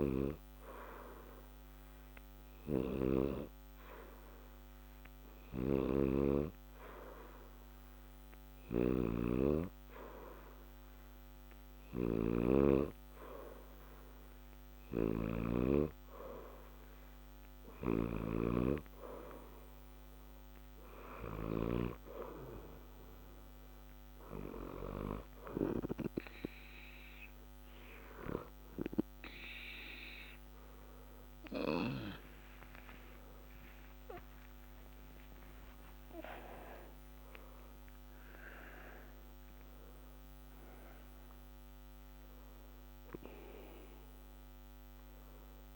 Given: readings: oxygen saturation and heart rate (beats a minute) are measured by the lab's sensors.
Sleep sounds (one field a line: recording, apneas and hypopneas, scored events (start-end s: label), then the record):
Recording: breathing in sleep by a microphone on the trachea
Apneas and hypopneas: none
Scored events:
8.00-21.50 s: snoring (device-marked)
30.50-35.00 s: arousal
From the record:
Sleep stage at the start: N2 (light sleep)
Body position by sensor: on the back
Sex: male